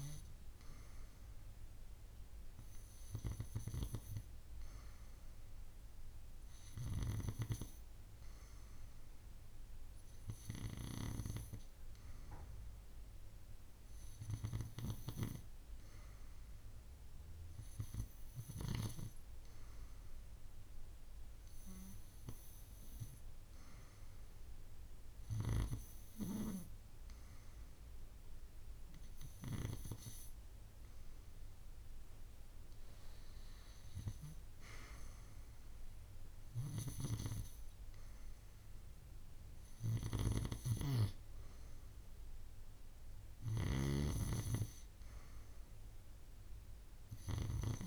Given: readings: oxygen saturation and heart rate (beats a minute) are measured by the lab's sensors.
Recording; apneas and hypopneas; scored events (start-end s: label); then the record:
breathing in sleep by a room microphone; none
none scored
From the record:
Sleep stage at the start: N2 (light sleep); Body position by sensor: on the right side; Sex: female